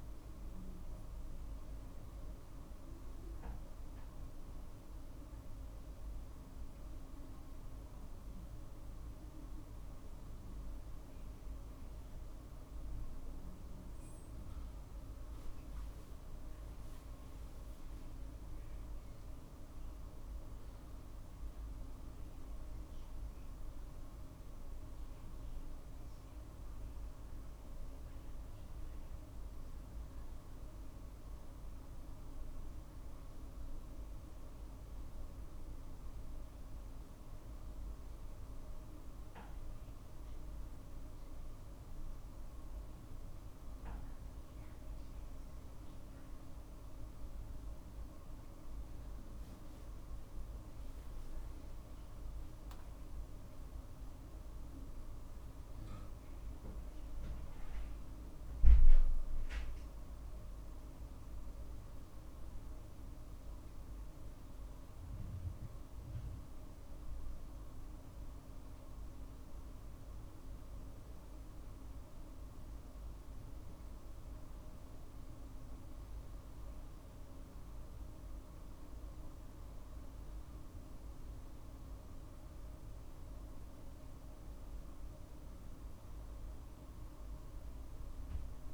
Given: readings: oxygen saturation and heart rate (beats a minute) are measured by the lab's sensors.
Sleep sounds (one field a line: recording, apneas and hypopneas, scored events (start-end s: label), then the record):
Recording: breathing in sleep, hard to hear, by a room microphone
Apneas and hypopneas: none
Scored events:
13.00-31.00 s: drop in pulse transit time (device-marked, heart rate 51 before, 51 extreme)
51.00-64.00 s: drop in pulse transit time (device-marked, heart rate 50 before, 51 extreme)
52.00-55.50 s: arousal
From the record:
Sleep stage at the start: N2 (light sleep)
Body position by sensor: on the right side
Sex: male